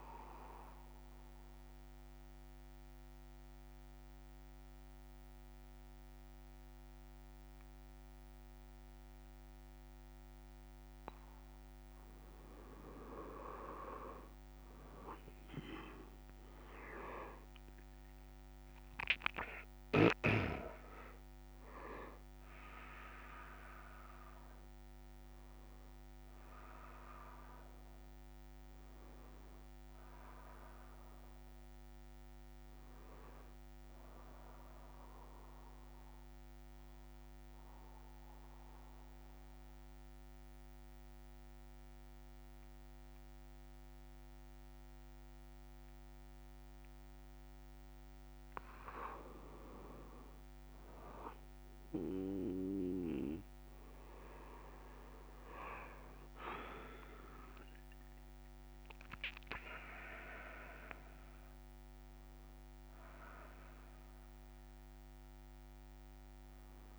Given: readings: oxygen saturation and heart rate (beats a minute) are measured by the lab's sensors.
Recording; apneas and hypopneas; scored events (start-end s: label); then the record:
breathing in sleep by a microphone on the trachea; 2
0.50-12.00 s: obstructive apnea (oxygen 98% before, 94% lowest)
23.00-42.00 s: oxygen desaturation (device-marked, oxygen 99% before, 94% lowest)
35.50-48.50 s: obstructive apnea (oxygen 99% before, 94% lowest)
59.00-66.99 s: oxygen desaturation (device-marked, oxygen 99% before, 95% lowest)
From the record:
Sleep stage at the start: N1 (lightest sleep); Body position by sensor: on the back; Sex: male